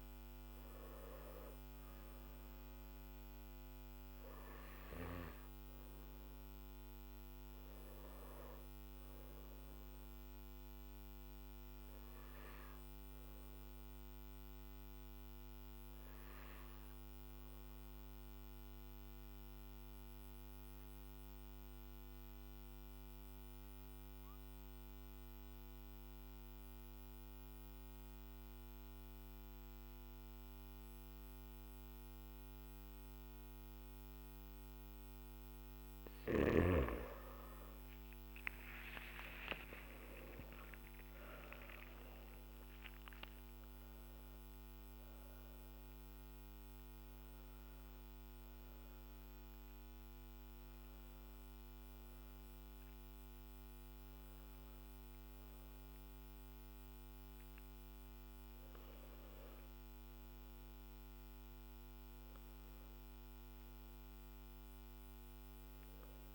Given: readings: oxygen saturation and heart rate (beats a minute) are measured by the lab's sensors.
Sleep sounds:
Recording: breathing in sleep, hard to hear, by a microphone on the trachea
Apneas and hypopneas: 1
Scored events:
0.00-16.50 s: oxygen desaturation (device-marked, oxygen 93% lowest, heart rate 52 extreme)
14.00-33.50 s: obstructive apnea (oxygen 98% before, 89% lowest, heart rate 57 before, 52 extreme, up 20 after)
33.50-66.35 s: oxygen desaturation (device-marked, oxygen 97% before, 89% lowest, heart rate 54 before, 49 extreme)
40.00-42.00 s: long interval between heartbeats (device-marked, heart rate 55 before, 72 extreme)
From the record:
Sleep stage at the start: N1 (lightest sleep)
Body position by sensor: on the back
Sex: male

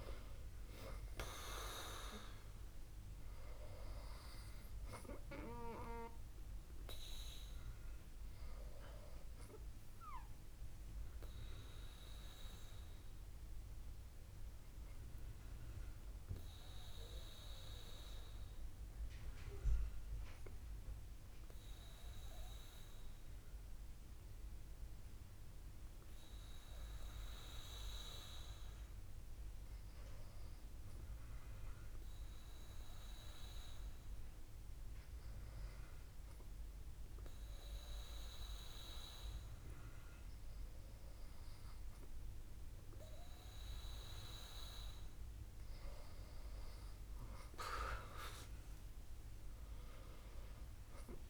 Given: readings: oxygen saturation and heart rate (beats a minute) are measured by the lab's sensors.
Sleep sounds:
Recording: breathing in sleep by a room microphone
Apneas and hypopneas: 1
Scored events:
12.00-38.50 s: hypopnea (oxygen 98% before, 97% lowest, heart rate 73 before, 62 extreme, up 2 after)
41.00-44.50 s: arousal
From the record:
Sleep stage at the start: N2 (light sleep)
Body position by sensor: on the back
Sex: female

